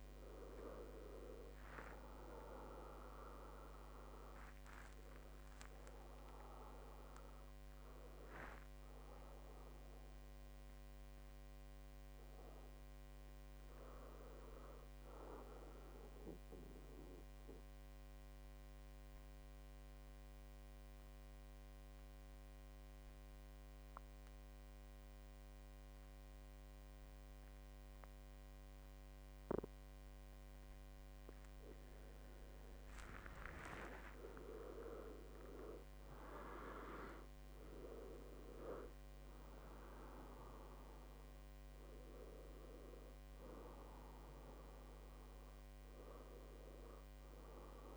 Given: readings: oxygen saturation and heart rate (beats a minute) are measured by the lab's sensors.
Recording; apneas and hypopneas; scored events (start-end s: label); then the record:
breathing in sleep by a microphone on the trachea; 1
0.00-13.00 s: oxygen desaturation (device-marked, oxygen 93% lowest, heart rate 60 extreme)
9.50-13.50 s: arousal
17.50-32.00 s: obstructive apnea (oxygen 98% before, 92% lowest, heart rate 73 before, 60 extreme, up 19 after)
30.00-47.97 s: oxygen desaturation (device-marked, oxygen 98% before, 92% lowest, heart rate 66 before, 63 extreme)
33.00-37.00 s: arousal
From the record:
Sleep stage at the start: N2 (light sleep); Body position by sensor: on the back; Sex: male